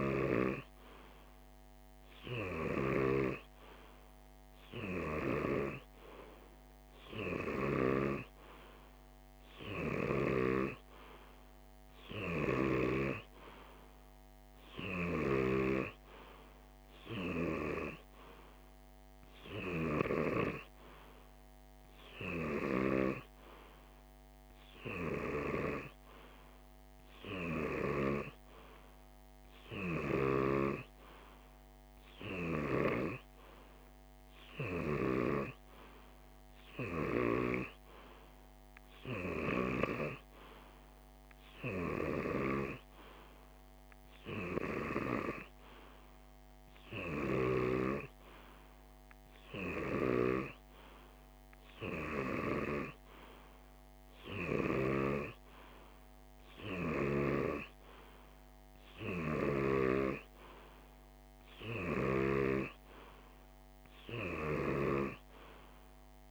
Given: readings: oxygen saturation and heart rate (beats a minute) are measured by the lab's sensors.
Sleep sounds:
breathing in sleep by a microphone on the trachea; none
none scored
From the record:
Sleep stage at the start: N2 (light sleep); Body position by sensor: on the left side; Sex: male

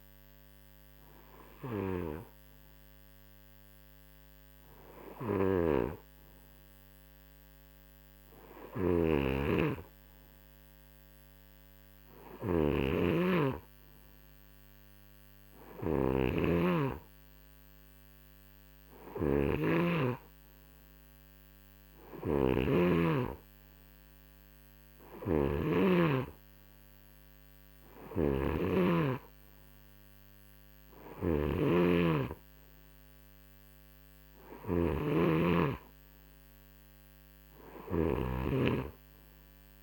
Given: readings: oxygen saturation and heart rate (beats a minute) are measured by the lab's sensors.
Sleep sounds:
breathing in sleep by a microphone on the trachea; none
5.00-22.50 s: snoring (device-marked)
24.50-39.82 s: snoring (device-marked)
From the record:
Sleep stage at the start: N2 (light sleep); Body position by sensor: on the right side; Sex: male

